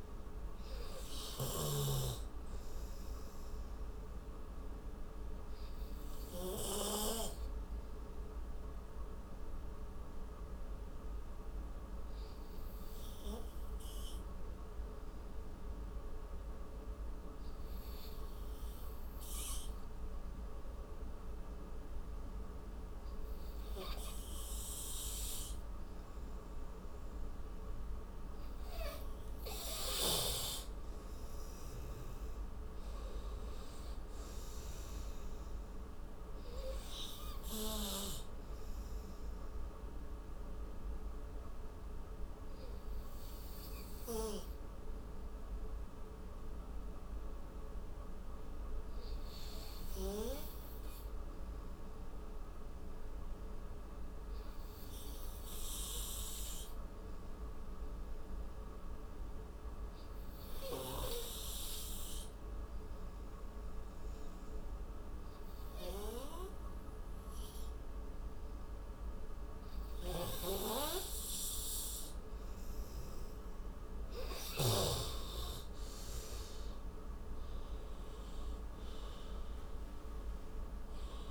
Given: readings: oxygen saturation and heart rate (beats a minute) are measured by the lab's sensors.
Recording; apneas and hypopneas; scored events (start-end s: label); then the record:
breathing in sleep by a room microphone; 2
0.00-16.00 s: oxygen desaturation (device-marked, oxygen 91% lowest)
7.00-26.00 s: hypopnea (oxygen 96% before, 89% lowest)
30.50-33.50 s: arousal
32.00-47.00 s: oxygen desaturation (device-marked, oxygen 97% before, 90% lowest)
44.00-72.00 s: hypopnea (oxygen 97% before, 89% lowest)
69.00-81.31 s: oxygen desaturation (device-marked, oxygen 98% before, 89% lowest)
75.00-78.00 s: arousal
From the record:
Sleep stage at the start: N2 (light sleep); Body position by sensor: on the right side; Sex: male